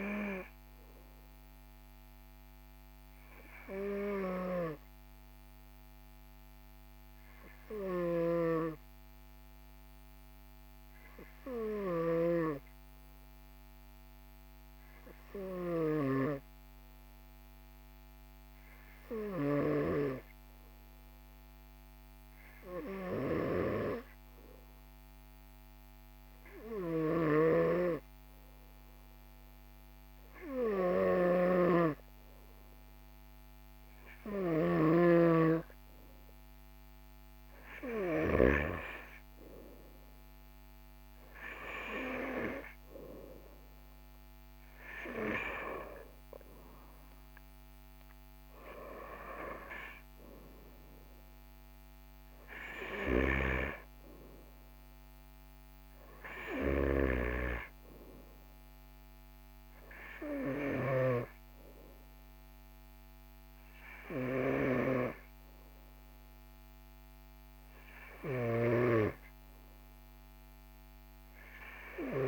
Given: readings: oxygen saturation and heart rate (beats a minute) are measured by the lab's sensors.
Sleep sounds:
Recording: breathing in sleep by a microphone on the trachea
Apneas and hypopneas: 1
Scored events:
1.50-13.50 s: obstructive apnea (oxygen 98% before, 96% lowest, heart rate 42 before, 41 extreme, up 1 after)
16.50-20.50 s: arousal
31.00-35.00 s: snoring (device-marked)
From the record:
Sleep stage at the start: N2 (light sleep)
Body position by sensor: on the right side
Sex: male

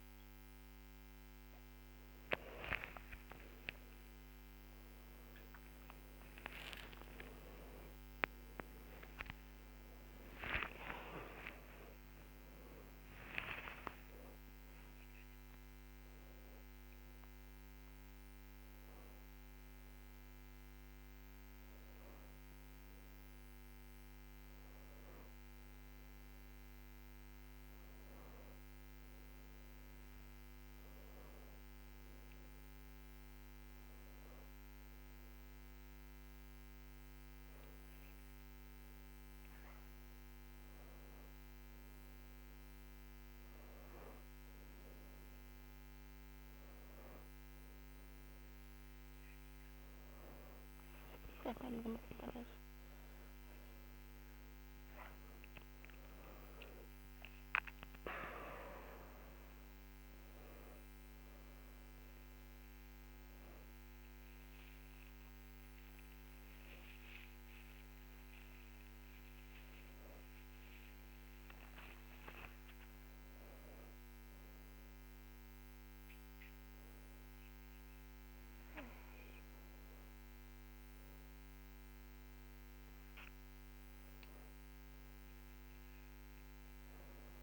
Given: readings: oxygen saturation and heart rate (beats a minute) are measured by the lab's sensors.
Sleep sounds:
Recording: a person awake in a sleep study, by a microphone on the trachea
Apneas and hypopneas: none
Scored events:
5.50-87.43 s: new sleep stage, awake
From the record:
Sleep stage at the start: N2 (light sleep)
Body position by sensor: on the back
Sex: female

